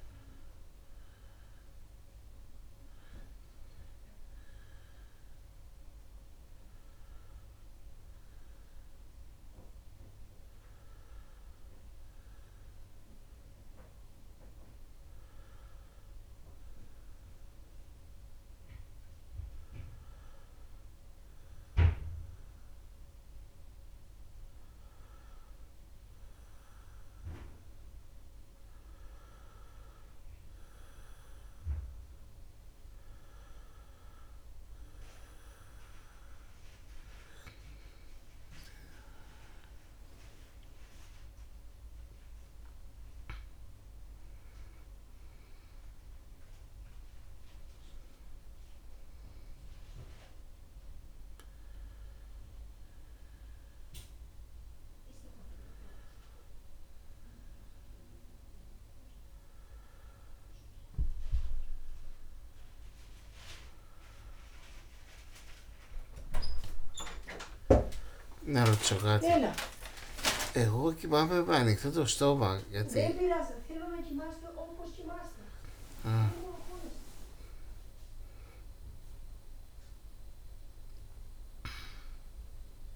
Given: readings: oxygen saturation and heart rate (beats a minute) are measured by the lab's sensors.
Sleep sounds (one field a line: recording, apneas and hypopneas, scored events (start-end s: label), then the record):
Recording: breathing in sleep by a room microphone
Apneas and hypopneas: 2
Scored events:
9.00-34.50 s: obstructive apnea (oxygen 95% before, 92% lowest, heart rate 72 before, 72 extreme, up 1 after)
36.00-41.00 s: arousal
53.00-73.00 s: obstructive apnea (oxygen 94% before, 93% lowest, heart rate 77 before, 72 extreme, up 46 after)
71.00-73.00 s: long interval between heartbeats (device-marked, heart rate 75 before, 82 extreme)
76.00-78.00 s: long interval between heartbeats (device-marked, heart rate 76 before, 102 extreme)
76.50-80.50 s: arousal
From the record:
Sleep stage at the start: N2 (light sleep)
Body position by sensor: on the back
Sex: male